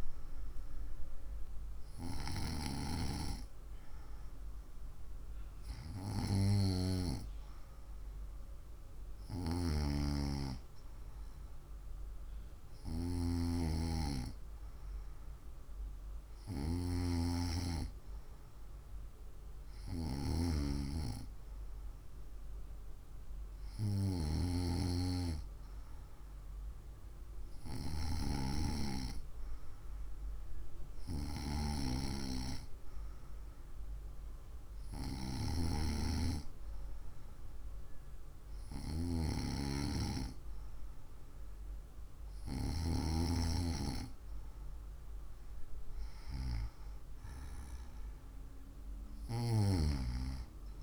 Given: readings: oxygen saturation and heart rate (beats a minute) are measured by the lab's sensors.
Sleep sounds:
breathing in sleep by a room microphone; none
none scored
From the record:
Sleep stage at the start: N2 (light sleep); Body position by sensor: on the right side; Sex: female

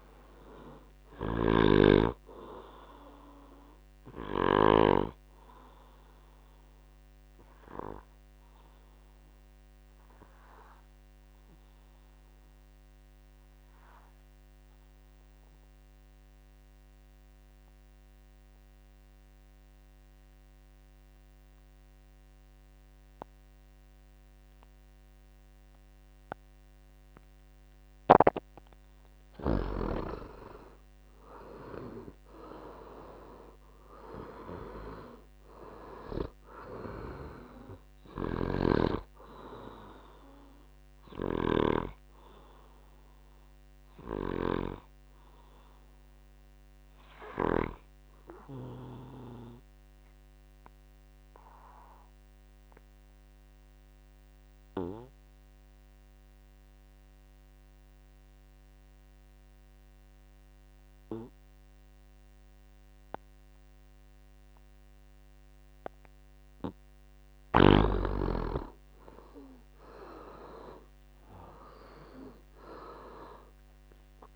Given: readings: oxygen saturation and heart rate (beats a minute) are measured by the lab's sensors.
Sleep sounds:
breathing in sleep by a microphone on the trachea; 2
0.00-24.00 s: oxygen desaturation (device-marked, oxygen 83% lowest, heart rate 54 extreme)
1.50-5.00 s: snoring (device-marked)
6.00-28.00 s: obstructive apnea (oxygen 99% before, 82% lowest, heart rate 73 before, 55 extreme, up 10 after)
31.00-35.00 s: arousal
31.00-58.00 s: oxygen desaturation (device-marked, oxygen 99% before, 82% lowest, heart rate 65 before, 60 extreme)
38.50-42.00 s: snoring (device-marked)
49.50-66.50 s: obstructive apnea (oxygen 99% before, 82% lowest, heart rate 71 before, 57 extreme, up 11 after)
68.00-74.35 s: oxygen desaturation (device-marked, oxygen 99% before, 86% lowest, heart rate 68 before, 56 extreme)
71.00-74.35 s: arousal
From the record:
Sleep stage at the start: N2 (light sleep); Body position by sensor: on the back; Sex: male

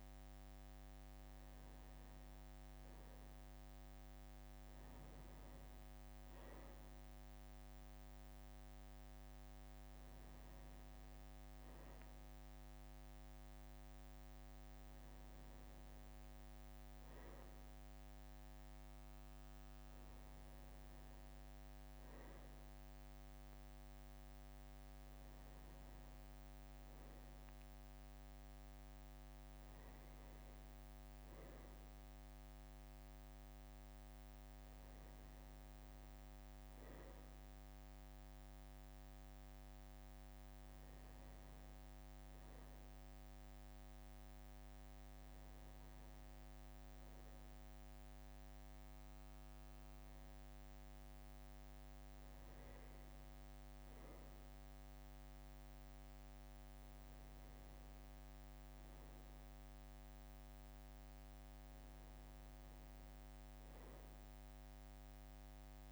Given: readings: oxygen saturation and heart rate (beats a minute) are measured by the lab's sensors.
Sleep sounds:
breathing in sleep, hard to hear, by a microphone on the trachea; none
none scored
From the record:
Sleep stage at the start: N1 (lightest sleep); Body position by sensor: on the back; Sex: male

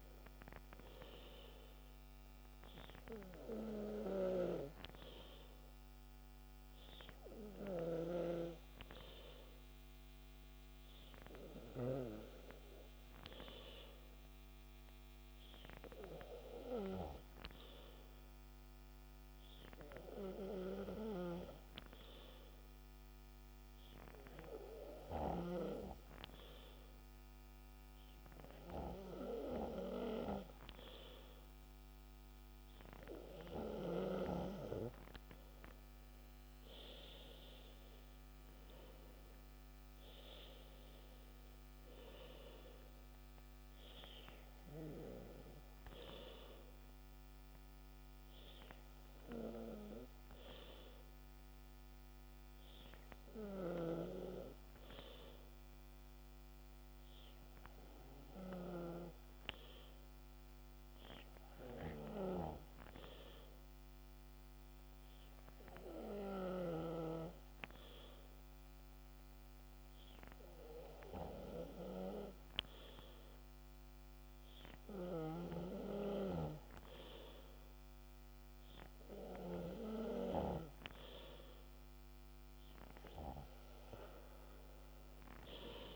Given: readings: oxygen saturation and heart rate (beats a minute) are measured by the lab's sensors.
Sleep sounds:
breathing in sleep by a microphone on the trachea; 2
12.00-31.50 s: hypopnea (oxygen 97% before, 95% lowest, heart rate 69 before, 63 extreme, up 7 after)
35.50-38.50 s: arousal
62.50-77.00 s: hypopnea (oxygen 97% before, 95% lowest, heart rate 68 before, 62 extreme, up 7 after)
79.00-81.50 s: arousal
From the record:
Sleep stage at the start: N2 (light sleep); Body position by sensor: on the back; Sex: male

